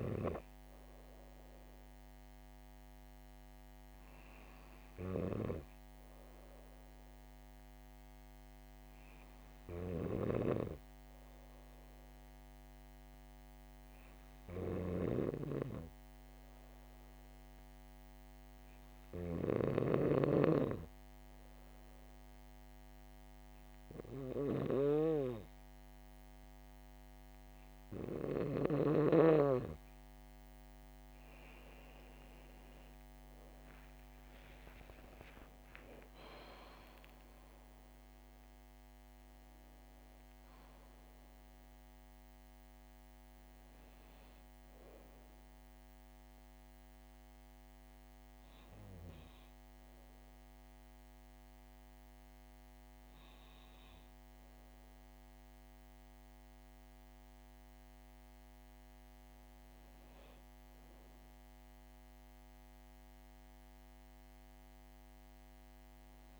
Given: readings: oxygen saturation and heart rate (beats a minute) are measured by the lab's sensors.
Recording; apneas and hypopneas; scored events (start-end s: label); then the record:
breathing in sleep by a microphone on the trachea; 1
0.00-3.50 s: oxygen desaturation (device-marked, oxygen 94% lowest, heart rate 65 extreme)
7.00-29.50 s: hypopnea (oxygen 98% before, 95% lowest, heart rate 70 before, 65 extreme, up 4 after)
33.50-38.50 s: arousal
From the record:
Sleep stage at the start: N2 (light sleep); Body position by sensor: on the back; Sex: female